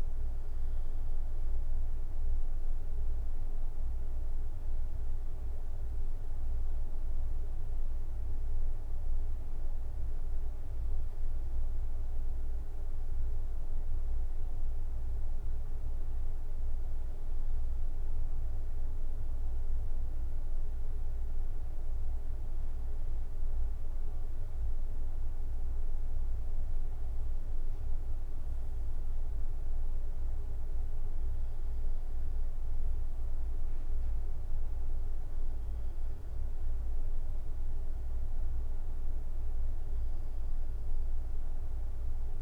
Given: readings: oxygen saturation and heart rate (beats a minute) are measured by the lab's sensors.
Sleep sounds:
breathing in sleep, hard to hear, by a room microphone; none
1.50-6.00 s: arousal
From the record:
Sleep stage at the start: N2 (light sleep); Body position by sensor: on the right side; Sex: male

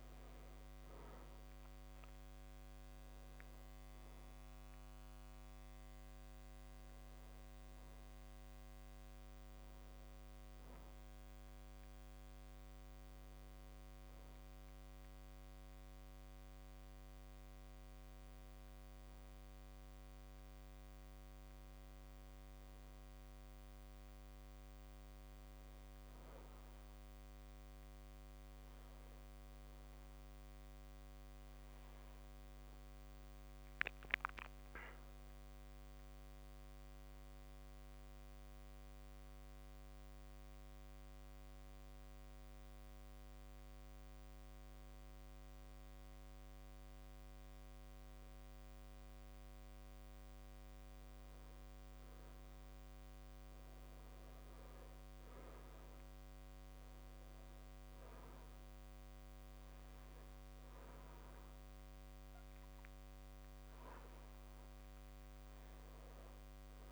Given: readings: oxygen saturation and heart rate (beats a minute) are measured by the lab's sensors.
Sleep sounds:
breathing in sleep, hard to hear, by a microphone on the trachea; 1
0.00-24.00 s: oxygen desaturation (device-marked, oxygen 90% lowest)
22.50-51.00 s: obstructive apnea (oxygen 98% before, 92% lowest)
54.00-66.92 s: oxygen desaturation (device-marked, oxygen 99% before, 94% lowest)
54.50-57.50 s: arousal
From the record:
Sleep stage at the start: N2 (light sleep); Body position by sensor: on the back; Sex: male

